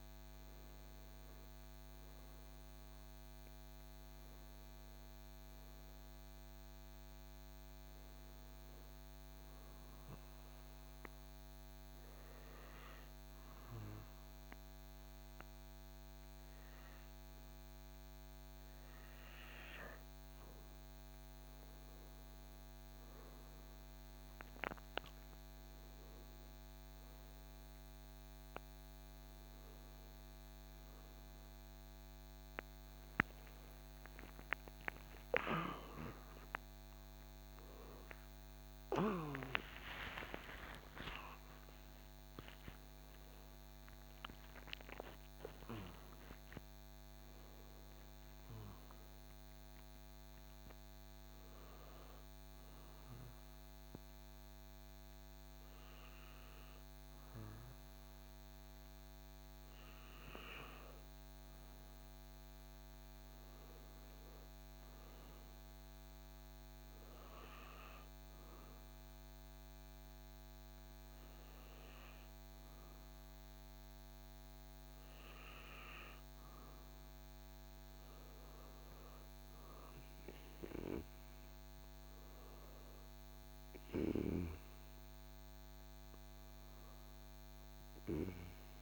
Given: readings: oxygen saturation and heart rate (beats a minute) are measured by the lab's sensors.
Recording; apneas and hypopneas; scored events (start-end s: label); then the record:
breathing in sleep by a microphone on the trachea; 1
9.00-20.00 s: hypopnea (oxygen 96% before, 94% lowest, heart rate 84 before, 69 extreme, up 19 after)
35.00-41.00 s: arousal
71.00-88.82 s: new sleep stage, N2 (light sleep)
From the record:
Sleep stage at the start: N1 (lightest sleep); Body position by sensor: on the back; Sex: male